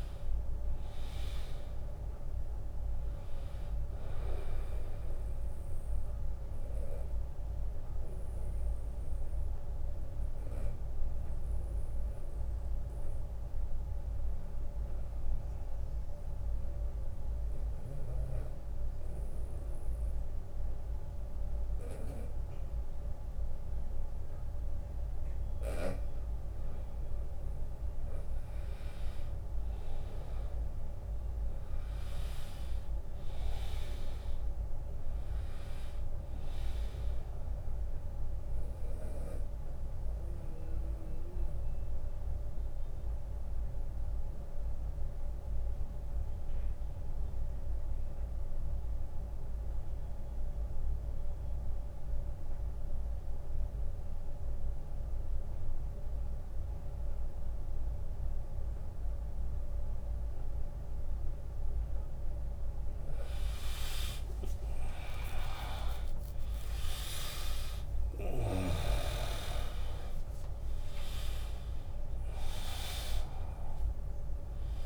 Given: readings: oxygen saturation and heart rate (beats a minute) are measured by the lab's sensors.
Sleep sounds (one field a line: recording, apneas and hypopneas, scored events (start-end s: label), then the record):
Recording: breathing in sleep by a room microphone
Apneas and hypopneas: 2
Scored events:
0.00-22.00 s: oxygen desaturation (device-marked, oxygen 90% lowest, heart rate 71 extreme)
8.00-10.00 s: long interval between heartbeats (device-marked, heart rate 76 before, 79 extreme)
16.00-26.00 s: obstructive apnea (oxygen 98% before, 91% lowest, heart rate 79 before, 71 extreme, up 10 after)
28.50-32.50 s: arousal
34.00-57.00 s: oxygen desaturation (device-marked, oxygen 98% before, 91% lowest, heart rate 82 before, 70 extreme)
39.50-62.00 s: obstructive apnea (oxygen 98% before, 89% lowest, heart rate 79 before, 70 extreme, up 4 after)
63.00-67.50 s: arousal
67.00-74.86 s: drop in pulse transit time (device-marked, heart rate 76 before, 73 extreme)
70.00-74.86 s: oxygen desaturation (device-marked, oxygen 99% before, 93% lowest, heart rate 76 before, 70 extreme)
From the record:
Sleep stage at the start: N2 (light sleep)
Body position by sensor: on the back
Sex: male